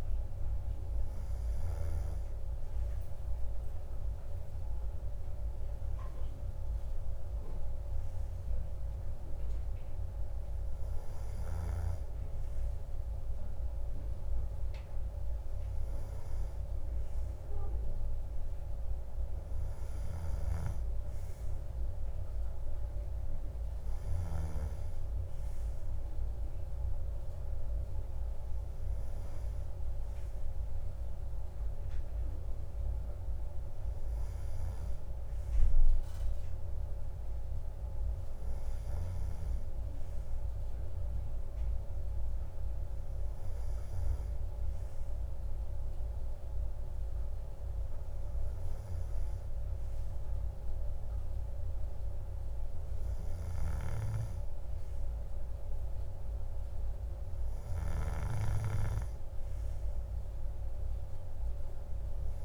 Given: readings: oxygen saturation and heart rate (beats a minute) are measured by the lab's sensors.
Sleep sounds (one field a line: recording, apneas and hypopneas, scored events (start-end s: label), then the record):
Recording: breathing in sleep, hard to hear, by a room microphone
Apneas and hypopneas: none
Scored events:
none scored
From the record:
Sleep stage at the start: N2 (light sleep)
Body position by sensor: on the right side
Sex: male